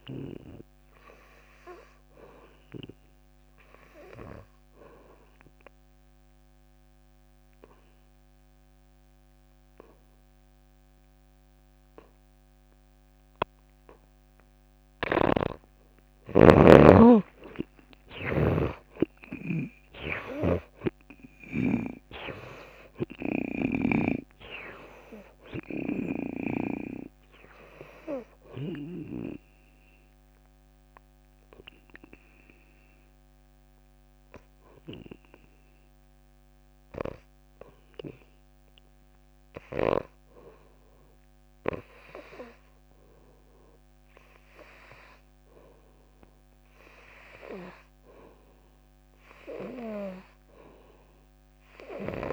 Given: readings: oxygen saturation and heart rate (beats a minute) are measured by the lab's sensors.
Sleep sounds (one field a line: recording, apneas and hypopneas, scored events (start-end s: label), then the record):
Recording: breathing in sleep by a microphone on the trachea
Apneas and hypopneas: 2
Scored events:
0.00-38.50 s: oxygen desaturation (device-marked, oxygen 75% lowest)
5.00-16.50 s: obstructive apnea (oxygen 97% before, 75% lowest)
15.50-22.00 s: snoring (device-marked)
18.00-23.00 s: arousal
29.50-40.50 s: obstructive apnea (oxygen 94% before, 75% lowest)
42.00-46.50 s: arousal
46.50-52.33 s: oxygen desaturation (device-marked, oxygen 97% before, 84% lowest)
From the record:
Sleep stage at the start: N2 (light sleep)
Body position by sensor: on the back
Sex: female